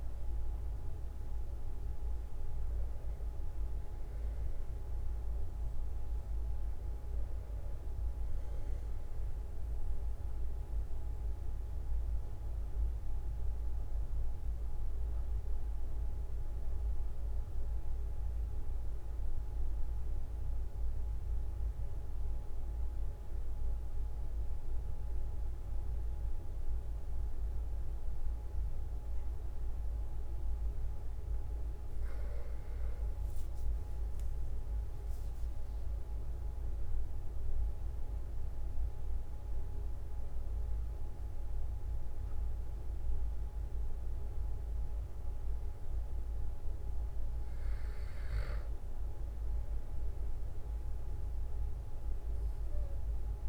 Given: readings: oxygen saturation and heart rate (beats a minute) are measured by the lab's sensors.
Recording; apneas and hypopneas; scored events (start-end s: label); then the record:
breathing in sleep, hard to hear, by a room microphone; 1
10.00-30.50 s: obstructive apnea (oxygen 96% before, 93% lowest, heart rate 46 before, 42 extreme, up 3 after)
33.00-38.50 s: arousal
51.00-53.49 s: new sleep stage, N2 (light sleep)
From the record:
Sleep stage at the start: REM sleep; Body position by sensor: on the back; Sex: male